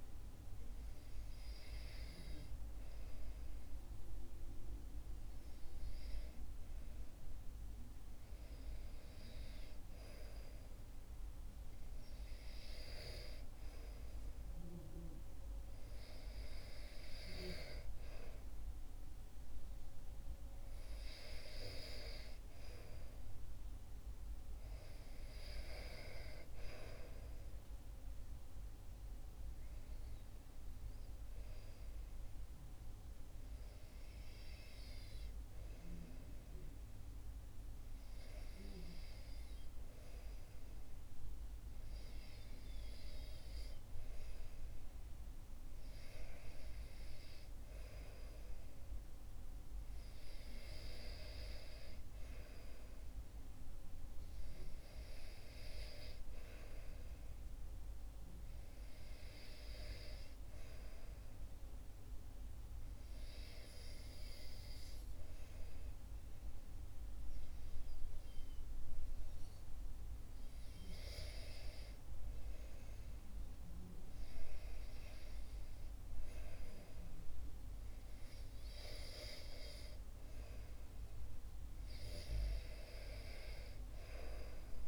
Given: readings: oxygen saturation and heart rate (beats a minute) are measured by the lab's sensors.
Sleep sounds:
breathing in sleep by a room microphone; none
none scored
From the record:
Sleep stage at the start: REM sleep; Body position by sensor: on the back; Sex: male

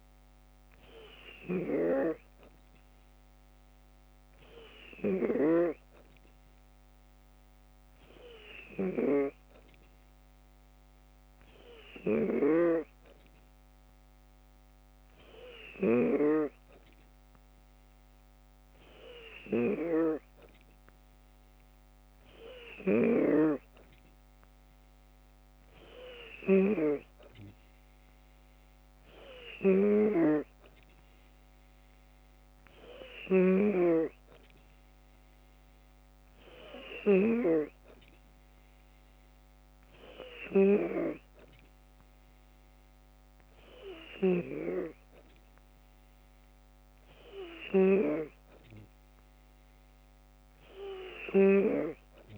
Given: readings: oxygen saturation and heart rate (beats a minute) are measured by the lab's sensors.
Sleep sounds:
breathing in sleep by a microphone on the trachea; none
none scored
From the record:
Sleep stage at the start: N2 (light sleep); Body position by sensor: on the left side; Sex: female

